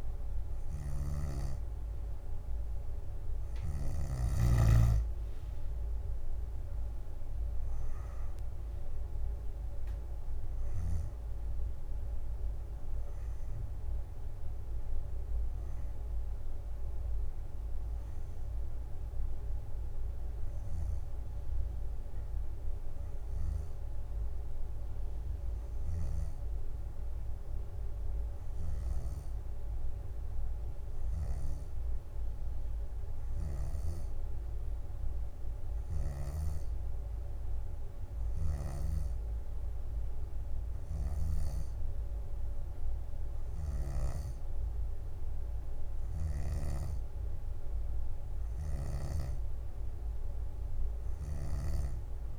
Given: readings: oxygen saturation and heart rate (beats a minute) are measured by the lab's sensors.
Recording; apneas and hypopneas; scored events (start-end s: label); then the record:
breathing in sleep by a room microphone; none
0.00-4.50 s: snoring (device-marked)
6.00-23.00 s: drop in pulse transit time (device-marked, heart rate 64 before, 62 extreme)
41.00-46.50 s: snoring (device-marked)
From the record:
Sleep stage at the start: N2 (light sleep); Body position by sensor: on the back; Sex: female